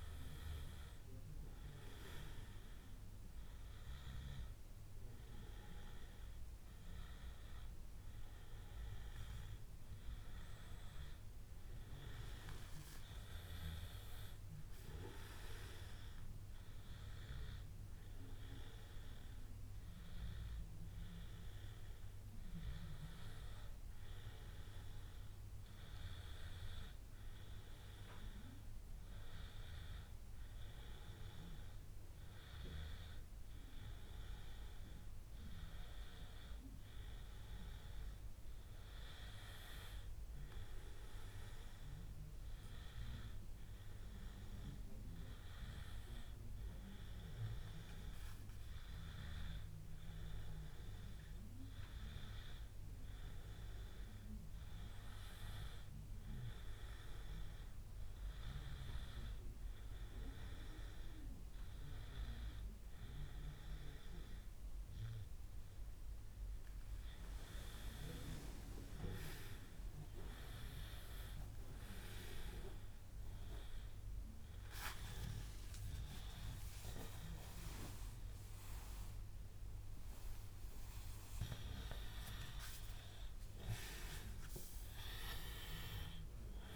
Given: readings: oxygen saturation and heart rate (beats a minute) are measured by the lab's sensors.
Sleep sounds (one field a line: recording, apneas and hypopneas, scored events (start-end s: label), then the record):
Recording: breathing in sleep by a room microphone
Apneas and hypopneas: none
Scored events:
76.00-80.50 s: arousal
79.00-81.00 s: long interval between heartbeats (device-marked, heart rate 98 before, 110 extreme)
From the record:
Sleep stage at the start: N1 (lightest sleep)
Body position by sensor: on the back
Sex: male